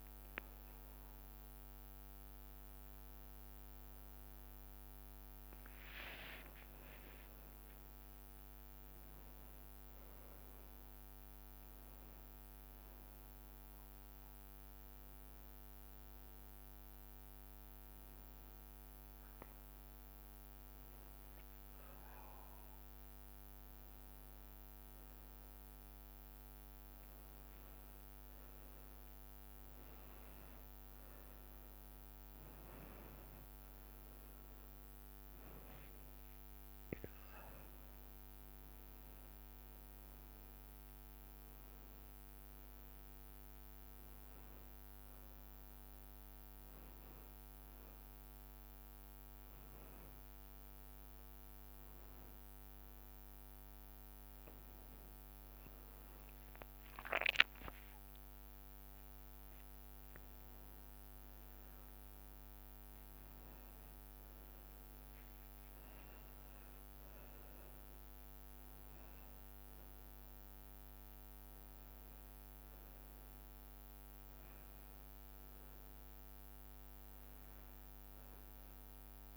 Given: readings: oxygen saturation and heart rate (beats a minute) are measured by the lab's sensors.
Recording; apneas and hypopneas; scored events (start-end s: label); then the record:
a person partly awake in a sleep study, hard to hear, by a microphone on the trachea; 1
15.50-79.37 s: new sleep stage, N1 (lightest sleep)
31.00-33.00 s: long interval between heartbeats (device-marked)
38.50-53.50 s: obstructive apnea (oxygen 98% before, 96% lowest)
50.50-78.50 s: bradycardia (device-marked)
56.50-61.50 s: arousal
From the record:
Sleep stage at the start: awake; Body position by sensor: on the back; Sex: male